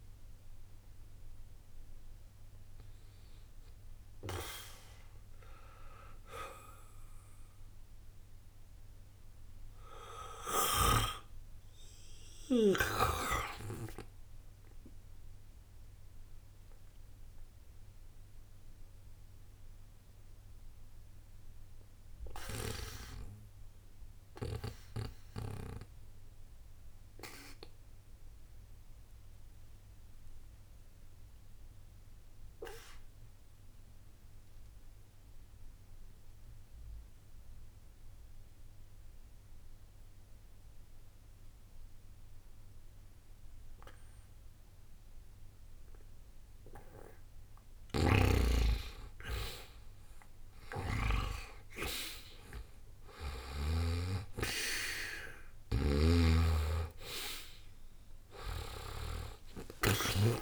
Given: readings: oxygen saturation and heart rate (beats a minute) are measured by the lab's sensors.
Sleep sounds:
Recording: breathing in sleep by a room microphone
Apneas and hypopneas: 1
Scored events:
0.00-30.50 s: oxygen desaturation (device-marked, oxygen 86% lowest, heart rate 61 extreme)
15.00-47.00 s: mixed apnea (oxygen 97% before, 83% lowest, heart rate 62 before, 60 extreme, up 1 after)
54.50-60.42 s: oxygen desaturation (device-marked, oxygen 98% before, 83% lowest, heart rate 61 before, 60 extreme)
58.00-60.42 s: arousal
From the record:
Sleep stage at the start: N2 (light sleep)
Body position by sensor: on the back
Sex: male

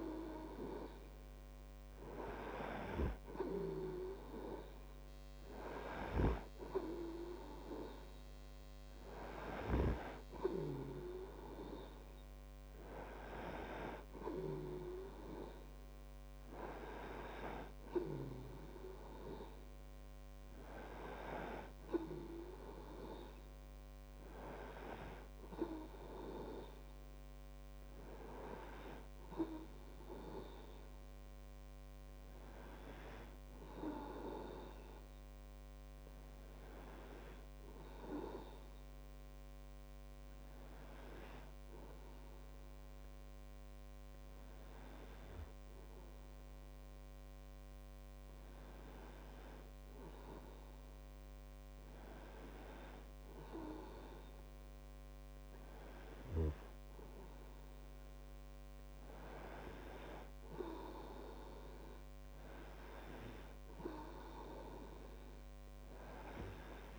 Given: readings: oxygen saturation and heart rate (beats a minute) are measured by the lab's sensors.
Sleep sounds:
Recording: breathing in sleep by a microphone on the trachea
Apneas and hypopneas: none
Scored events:
none scored
From the record:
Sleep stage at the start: N2 (light sleep)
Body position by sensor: on the right side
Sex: male

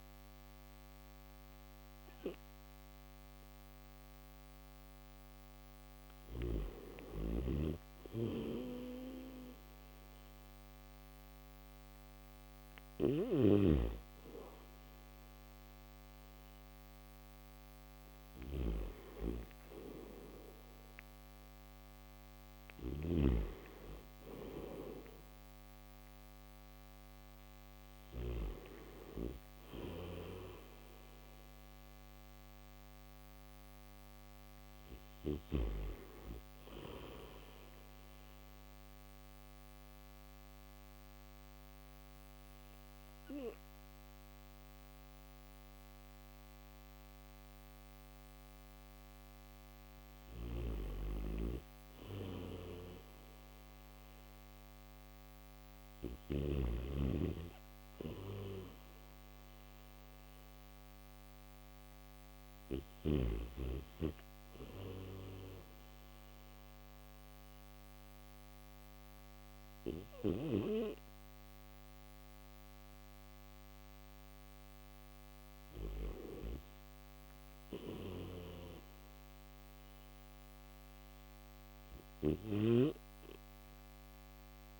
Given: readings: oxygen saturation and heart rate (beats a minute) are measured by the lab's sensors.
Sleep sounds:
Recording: breathing in sleep by a microphone on the trachea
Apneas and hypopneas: none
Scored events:
12.50-28.00 s: snoring (device-marked)
49.50-56.00 s: snoring (device-marked)
55.50-67.50 s: oxygen desaturation (device-marked, oxygen 98% before, 95% lowest)
From the record:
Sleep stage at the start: N3 (deep sleep)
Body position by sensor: on the back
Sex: male

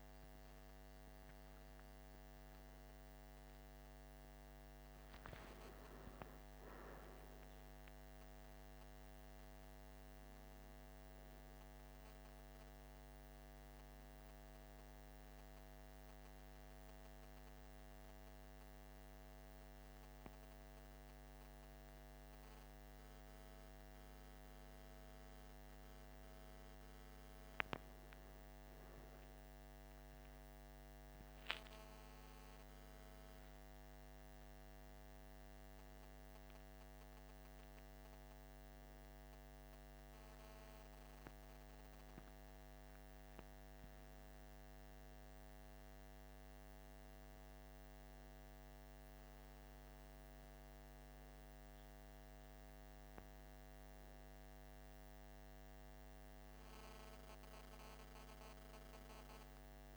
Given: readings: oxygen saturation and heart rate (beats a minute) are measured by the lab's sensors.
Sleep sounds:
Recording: a person partly awake in a sleep study, hard to hear, by a microphone on the trachea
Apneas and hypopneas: none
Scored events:
9.50-59.97 s: new sleep stage, N1 (lightest sleep)
From the record:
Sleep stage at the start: awake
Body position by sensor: on the back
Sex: male

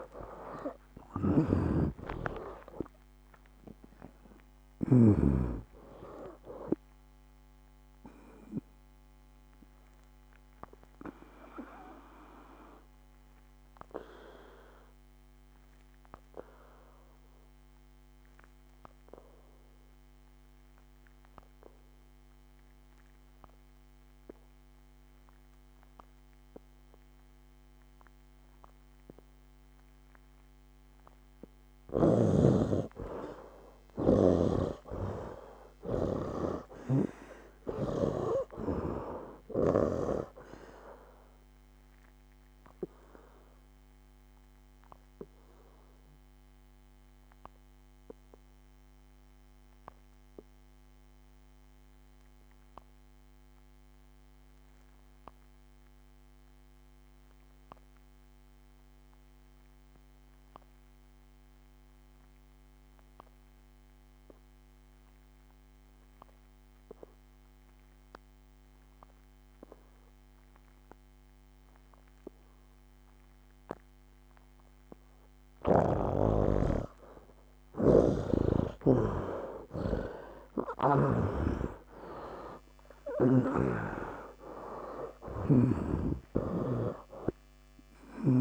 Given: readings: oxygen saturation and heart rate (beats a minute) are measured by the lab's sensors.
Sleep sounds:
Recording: breathing in sleep by a microphone on the trachea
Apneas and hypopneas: 2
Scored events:
0.00-2.50 s: arousal
0.00-26.50 s: oxygen desaturation (device-marked, oxygen 63% lowest, heart rate 61 extreme)
1.50-5.00 s: snoring (device-marked)
9.50-30.50 s: obstructive apnea (oxygen 86% before, 63% lowest, heart rate 81 before, 62 extreme, up 15 after)
32.50-57.50 s: oxygen desaturation (device-marked, oxygen 99% before, 75% lowest, heart rate 65 before, 62 extreme)
35.50-39.00 s: arousal
36.50-40.00 s: snoring (device-marked)
41.50-76.50 s: obstructive apnea (oxygen 99% before, 68% lowest, heart rate 68 before, 62 extreme, up 18 after)
59.50-88.41 s: oxygen desaturation (device-marked, oxygen 97% before, 68% lowest, heart rate 73 before, 63 extreme)
79.50-85.00 s: arousal
From the record:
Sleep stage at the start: N2 (light sleep)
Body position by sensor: on the right side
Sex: male

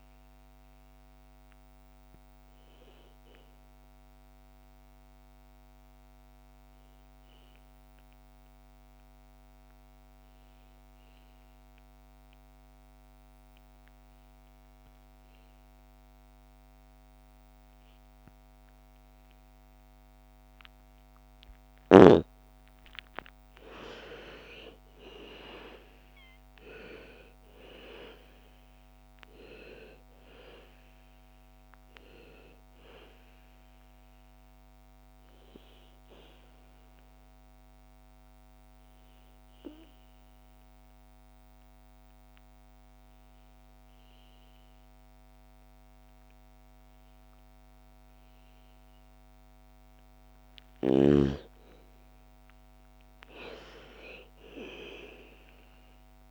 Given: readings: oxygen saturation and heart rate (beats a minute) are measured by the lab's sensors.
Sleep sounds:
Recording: breathing in sleep by a microphone on the trachea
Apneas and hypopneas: 2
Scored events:
0.00-8.50 s: oxygen desaturation (device-marked, oxygen 84% lowest, heart rate 54 extreme)
2.00-20.00 s: obstructive apnea (oxygen 98% before, 86% lowest, heart rate 64 before, 54 extreme, up 13 after)
20.50-43.50 s: oxygen desaturation (device-marked, oxygen 99% before, 88% lowest, heart rate 57 before, 55 extreme)
23.00-28.00 s: arousal
33.00-50.00 s: obstructive apnea (oxygen 99% before, 85% lowest, heart rate 60 before, 55 extreme, up 10 after)
52.00-56.00 s: arousal
From the record:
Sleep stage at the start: N2 (light sleep)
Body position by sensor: on the back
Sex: female

